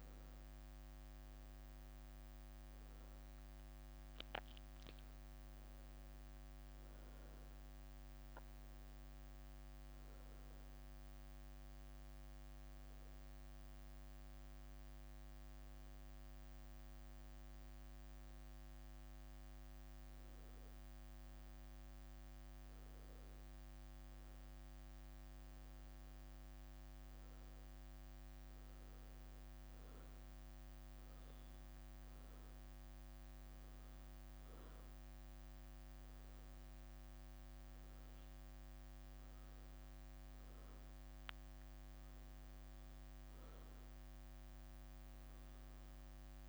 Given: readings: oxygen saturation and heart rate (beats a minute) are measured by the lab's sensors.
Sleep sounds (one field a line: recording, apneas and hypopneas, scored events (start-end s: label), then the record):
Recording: breathing in sleep, hard to hear, by a microphone on the trachea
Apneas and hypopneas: 1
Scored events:
0.00-24.50 s: oxygen desaturation (device-marked, oxygen 90% lowest, heart rate 70 extreme)
9.50-14.50 s: leg movement (device-marked)
15.00-22.50 s: leg movement (device-marked)
15.50-28.00 s: obstructive apnea (oxygen 93% before, 90% lowest, heart rate 76 before, 70 extreme, up 4 after)
31.50-35.00 s: arousal
37.00-46.49 s: leg movement (device-marked)
From the record:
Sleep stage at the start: N2 (light sleep)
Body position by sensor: on the back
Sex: female